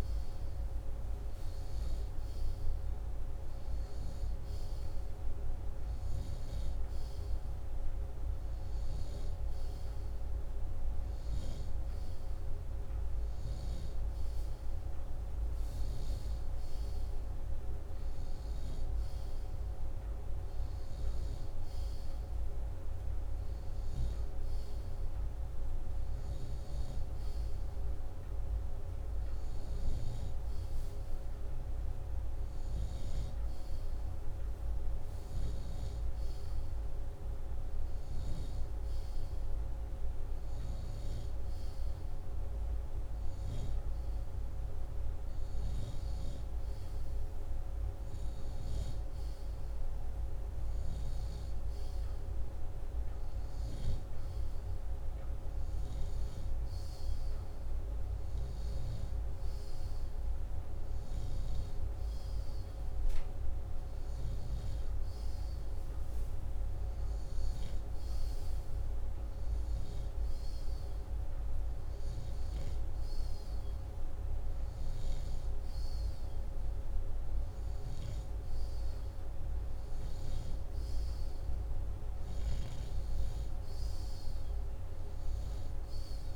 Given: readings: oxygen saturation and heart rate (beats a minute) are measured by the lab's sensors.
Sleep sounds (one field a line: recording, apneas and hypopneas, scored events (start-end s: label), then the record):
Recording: breathing in sleep, hard to hear, by a room microphone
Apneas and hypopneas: none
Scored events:
none scored
From the record:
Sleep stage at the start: N2 (light sleep)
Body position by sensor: upright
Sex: male